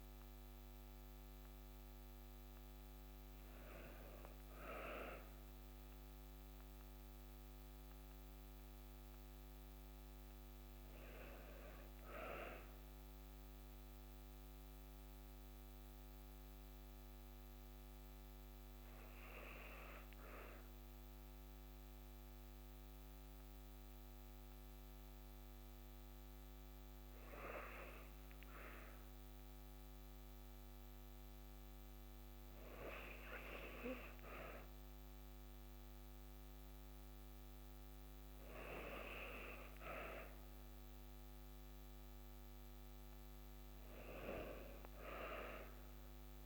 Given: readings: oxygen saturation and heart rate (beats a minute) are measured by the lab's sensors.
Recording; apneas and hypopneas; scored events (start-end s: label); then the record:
breathing in sleep by a microphone on the trachea; 1
0.00-9.50 s: oxygen desaturation (device-marked, oxygen 89% lowest, heart rate 54 extreme)
7.50-11.00 s: arousal
13.00-30.00 s: hypopnea (oxygen 97% before, 95% lowest, heart rate 57 before, 54 extreme, up 0 after)
34.00-38.00 s: arousal
From the record:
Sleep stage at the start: N2 (light sleep); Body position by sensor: on the back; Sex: female